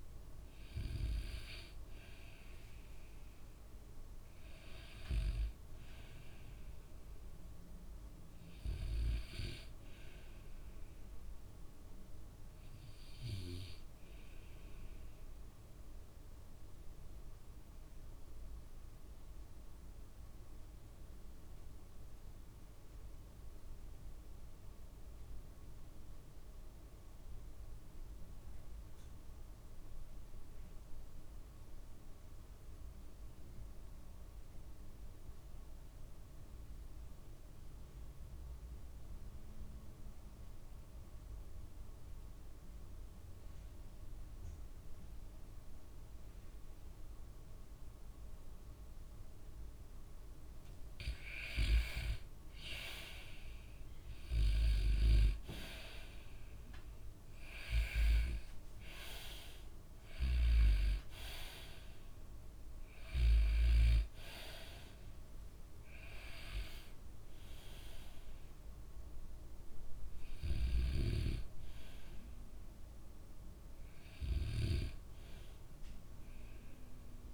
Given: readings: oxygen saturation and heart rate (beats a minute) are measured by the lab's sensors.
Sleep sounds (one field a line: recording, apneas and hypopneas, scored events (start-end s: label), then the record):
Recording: breathing in sleep by a room microphone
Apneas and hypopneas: 1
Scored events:
0.00-6.00 s: oxygen desaturation (device-marked, oxygen 81% lowest, heart rate 58 extreme)
18.00-50.50 s: obstructive apnea (oxygen 98% before, 81% lowest, heart rate 66 before, 58 extreme, up 11 after)
41.00-77.33 s: oxygen desaturation (device-marked, oxygen 97% before, 81% lowest, heart rate 59 before, 59 extreme)
52.00-56.00 s: arousal
From the record:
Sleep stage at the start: REM sleep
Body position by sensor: on the back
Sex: male